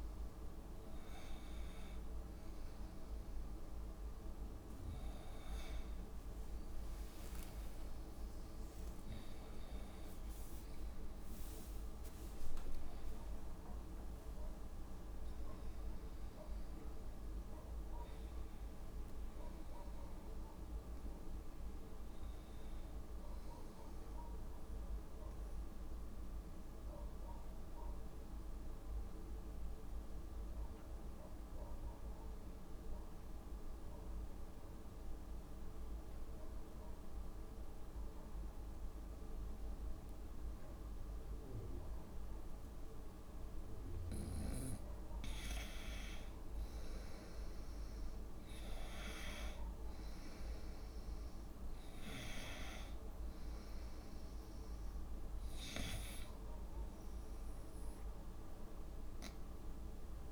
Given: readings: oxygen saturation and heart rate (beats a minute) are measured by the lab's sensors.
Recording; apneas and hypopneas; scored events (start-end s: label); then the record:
breathing in sleep by a room microphone; 1
10.00-16.00 s: tachycardia (device-marked, heart rate 69 before, 109 extreme)
12.00-16.00 s: arousal
14.50-16.50 s: long interval between heartbeats (device-marked, heart rate 80 before, 108 extreme)
25.00-55.00 s: new sleep stage, N1 (lightest sleep)
25.50-42.50 s: obstructive apnea (oxygen 97% before, 90% lowest, heart rate 89 before, 66 extreme, up 4 after)
42.00-60.32 s: oxygen desaturation (device-marked, oxygen 97% before, 90% lowest, heart rate 69 before, 64 extreme)
44.50-47.50 s: arousal
55.00-60.32 s: new sleep stage, N2 (light sleep)
From the record:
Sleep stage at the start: N2 (light sleep); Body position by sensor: on the front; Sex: female